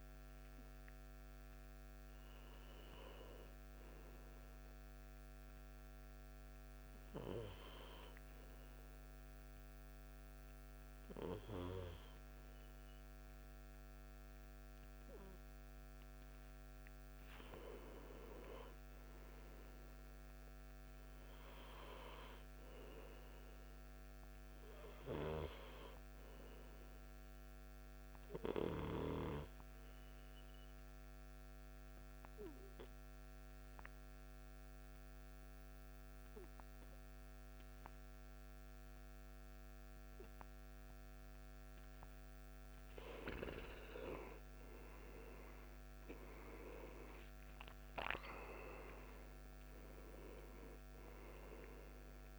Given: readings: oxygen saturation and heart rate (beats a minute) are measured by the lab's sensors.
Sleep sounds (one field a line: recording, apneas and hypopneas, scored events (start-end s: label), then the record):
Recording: breathing in sleep by a microphone on the trachea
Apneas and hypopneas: 1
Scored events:
17.50-38.50 s: oxygen desaturation (device-marked, oxygen 97% before, 92% lowest, heart rate 60 before, 58 extreme)
33.00-43.50 s: hypopnea (oxygen 97% before, 90% lowest, heart rate 62 before, 58 extreme, up 12 after)
45.00-48.00 s: arousal
50.50-52.39 s: oxygen desaturation (device-marked, oxygen 95% before, 90% lowest, heart rate 62 before, 58 extreme)
From the record:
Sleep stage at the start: N2 (light sleep)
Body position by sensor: on the back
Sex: male